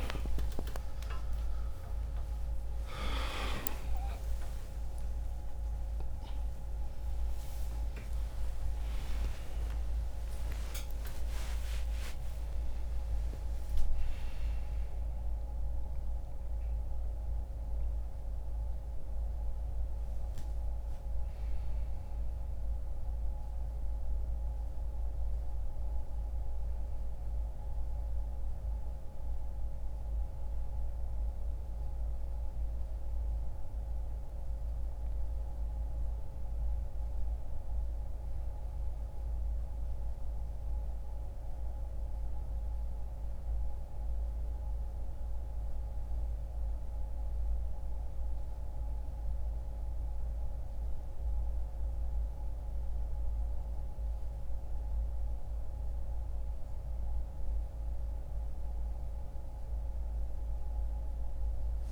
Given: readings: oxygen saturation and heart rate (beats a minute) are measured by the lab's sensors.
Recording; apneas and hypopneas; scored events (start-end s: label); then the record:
a person awake in a sleep study, hard to hear, by a room microphone; none
5.00-61.92 s: new sleep stage, awake
59.00-61.92 s: oxygen desaturation (device-marked, oxygen 98% before, 92% lowest, heart rate 66 before, 64 extreme)
From the record:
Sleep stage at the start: N2 (light sleep); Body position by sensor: on the back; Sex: male